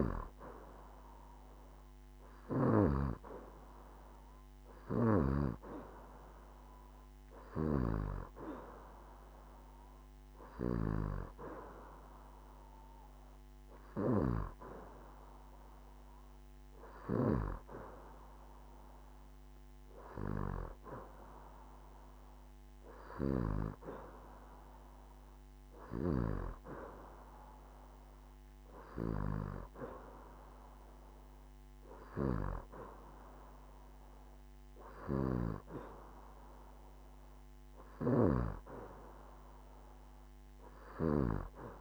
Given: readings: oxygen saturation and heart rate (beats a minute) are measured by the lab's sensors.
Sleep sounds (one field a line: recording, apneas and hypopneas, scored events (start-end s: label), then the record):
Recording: breathing in sleep by a microphone on the trachea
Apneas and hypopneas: none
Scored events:
6.50-8.50 s: long interval between heartbeats (device-marked, heart rate 73 before, 77 extreme)
From the record:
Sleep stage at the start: N2 (light sleep)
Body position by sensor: on the back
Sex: female